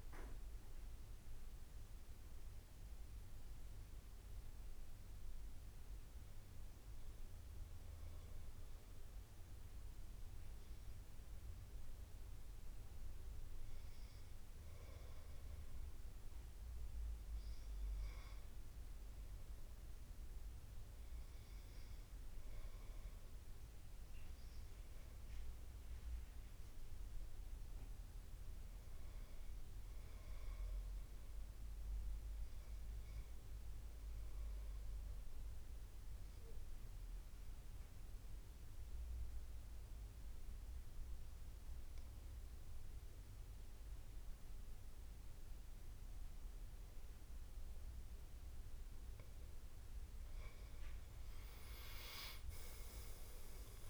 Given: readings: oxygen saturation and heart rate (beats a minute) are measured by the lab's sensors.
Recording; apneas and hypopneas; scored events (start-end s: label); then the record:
breathing in sleep, hard to hear, by a room microphone; 1
9.50-15.50 s: oxygen desaturation (device-marked, oxygen 94% before, 91% lowest, heart rate 79 before, 77 extreme)
26.00-28.50 s: arousal
31.50-49.50 s: obstructive apnea (oxygen 94% before, 85% lowest, heart rate 80 before, 79 extreme, up 11 after)
52.00-53.90 s: arousal
From the record:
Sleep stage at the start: N2 (light sleep); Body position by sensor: on the back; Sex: male